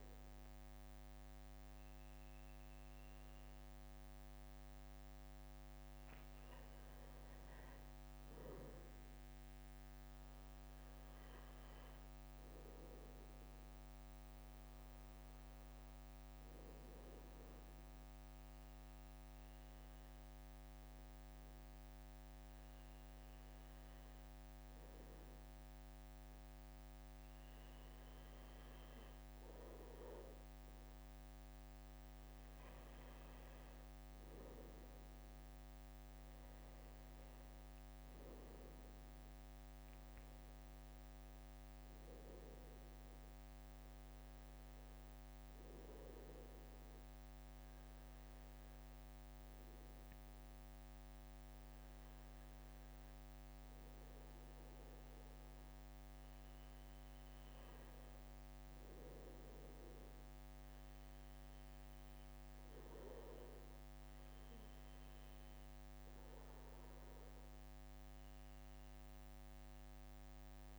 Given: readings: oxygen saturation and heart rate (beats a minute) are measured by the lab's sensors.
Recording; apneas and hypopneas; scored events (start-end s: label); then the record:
breathing in sleep, hard to hear, by a microphone on the trachea; none
none scored
From the record:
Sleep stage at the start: N2 (light sleep); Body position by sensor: on the back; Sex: male